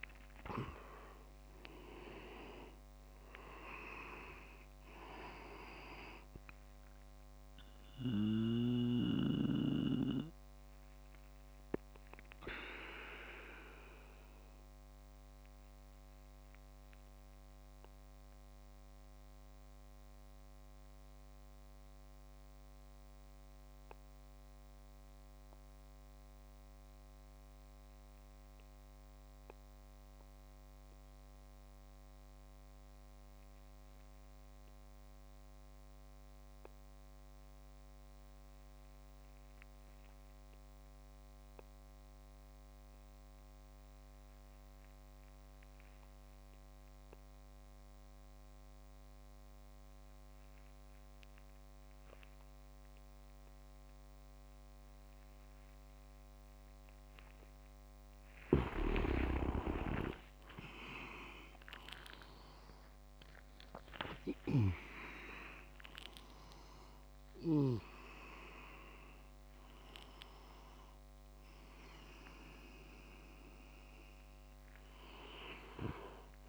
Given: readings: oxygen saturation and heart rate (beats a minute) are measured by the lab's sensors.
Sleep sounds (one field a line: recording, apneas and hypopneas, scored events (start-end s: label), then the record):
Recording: breathing in sleep by a microphone on the trachea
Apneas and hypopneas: 1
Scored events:
0.00-17.00 s: oxygen desaturation (device-marked, oxygen 93% lowest)
0.50-3.00 s: leg movement (device-marked)
9.50-57.50 s: mixed apnea (oxygen 99% before, 93% lowest)
47.00-76.00 s: oxygen desaturation (device-marked, oxygen 99% before, 93% lowest)
55.00-76.49 s: tachycardia (device-marked)
57.50-60.50 s: leg movement (device-marked)
58.00-67.50 s: snoring (device-marked)
59.00-62.50 s: arousal
From the record:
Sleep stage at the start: N2 (light sleep)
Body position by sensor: on the back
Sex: male